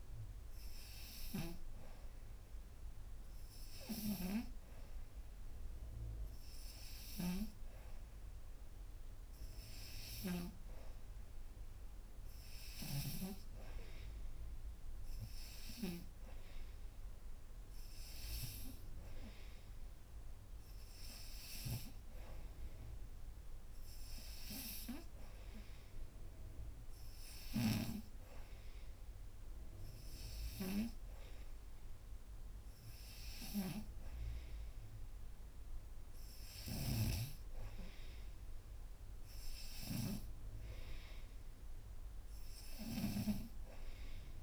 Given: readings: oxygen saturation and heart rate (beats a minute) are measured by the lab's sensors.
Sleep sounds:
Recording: breathing in sleep by a room microphone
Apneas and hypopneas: none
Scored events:
6.50-13.00 s: snoring (device-marked)
From the record:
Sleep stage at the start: N3 (deep sleep)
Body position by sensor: upright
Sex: female

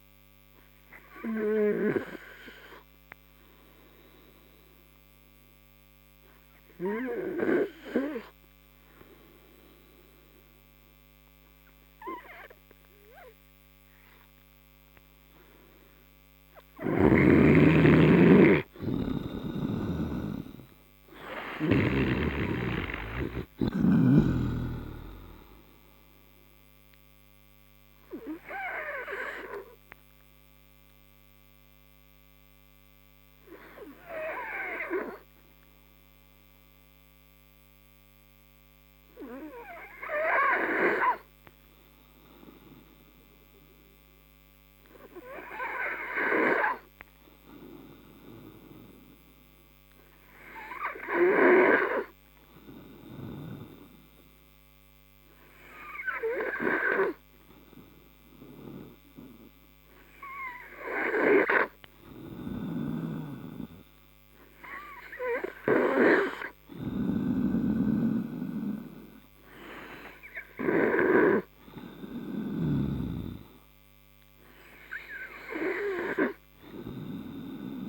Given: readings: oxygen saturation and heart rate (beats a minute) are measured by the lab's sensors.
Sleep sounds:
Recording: breathing in sleep by a microphone on the trachea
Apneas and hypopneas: 2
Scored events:
3.50-17.50 s: obstructive apnea (oxygen 95% before, 88% lowest)
21.00-24.00 s: arousal
26.00-33.00 s: oxygen desaturation (device-marked, oxygen 95% before, 91% lowest)
30.00-42.50 s: hypopnea (oxygen 95% before, 88% lowest)
40.00-50.00 s: oxygen desaturation (device-marked, oxygen 93% before, 88% lowest)
50.00-55.00 s: arousal
68.00-77.89 s: oxygen desaturation (device-marked, oxygen 95% before, 91% lowest)
From the record:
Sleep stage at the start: N3 (deep sleep)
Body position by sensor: on the right side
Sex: male

